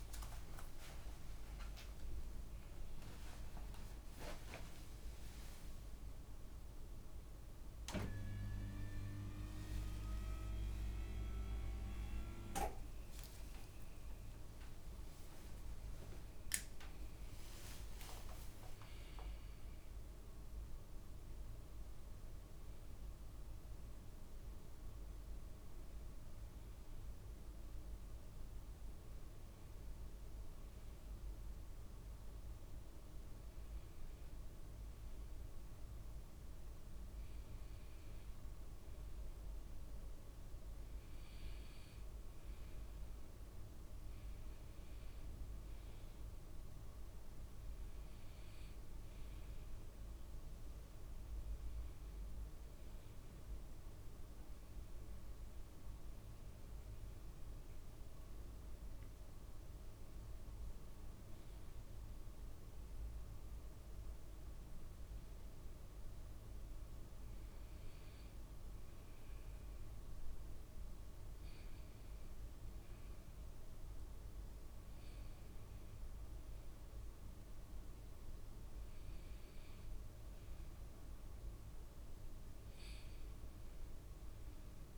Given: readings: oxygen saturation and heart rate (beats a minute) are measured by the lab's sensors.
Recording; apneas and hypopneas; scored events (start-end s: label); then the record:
a person partly awake in a sleep study, by a room microphone; none
0.00-4.00 s: tachycardia (device-marked, heart rate 103 extreme)
8.00-14.00 s: oxygen desaturation (device-marked, oxygen 94% before, 91% lowest, heart rate 84 before, 68 extreme)
30.00-84.98 s: new sleep stage, N2 (light sleep)
From the record:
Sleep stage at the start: awake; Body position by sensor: on the back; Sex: male